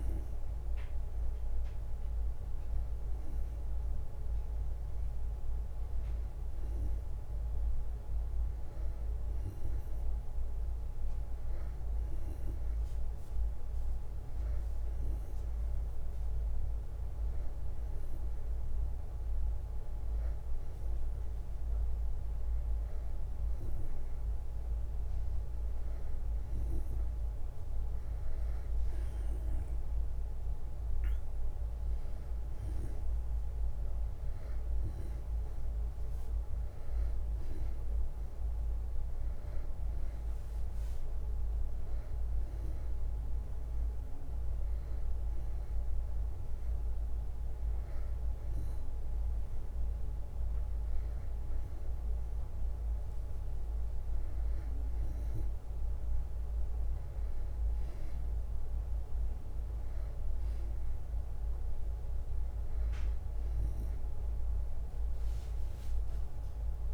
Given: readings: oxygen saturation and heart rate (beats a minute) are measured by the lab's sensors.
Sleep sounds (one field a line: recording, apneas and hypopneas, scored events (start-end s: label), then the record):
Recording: breathing in sleep, hard to hear, by a room microphone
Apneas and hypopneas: none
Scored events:
31.00-43.00 s: drop in pulse transit time (device-marked, heart rate 63 before, 63 extreme)
47.00-66.94 s: new sleep stage, N2 (light sleep)
56.00-66.94 s: drop in pulse transit time (device-marked, heart rate 64 before, 63 extreme)
64.50-66.94 s: arousal
From the record:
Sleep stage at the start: N1 (lightest sleep)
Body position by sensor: on the back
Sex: male